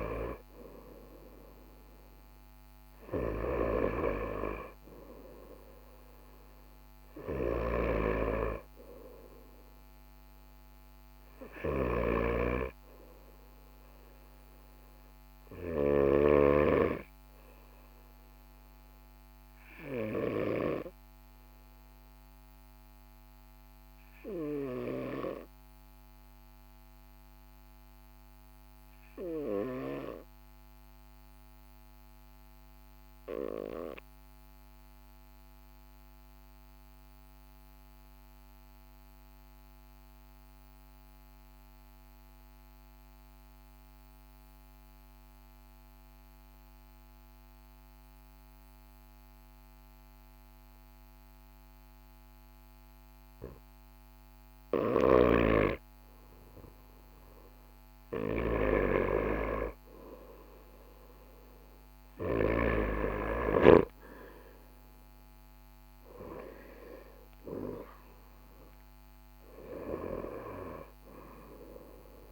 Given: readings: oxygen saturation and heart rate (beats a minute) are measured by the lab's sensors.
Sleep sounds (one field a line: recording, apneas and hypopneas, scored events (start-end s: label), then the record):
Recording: breathing in sleep by a microphone on the trachea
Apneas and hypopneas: 1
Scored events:
7.00-15.50 s: snoring (device-marked)
27.50-53.50 s: obstructive apnea (oxygen 98% before, 94% lowest, heart rate 44 before, 42 extreme, up 1 after)
64.00-68.50 s: arousal
From the record:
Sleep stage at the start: N2 (light sleep)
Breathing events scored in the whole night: 227 in 7.2 hours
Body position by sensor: on the right side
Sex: male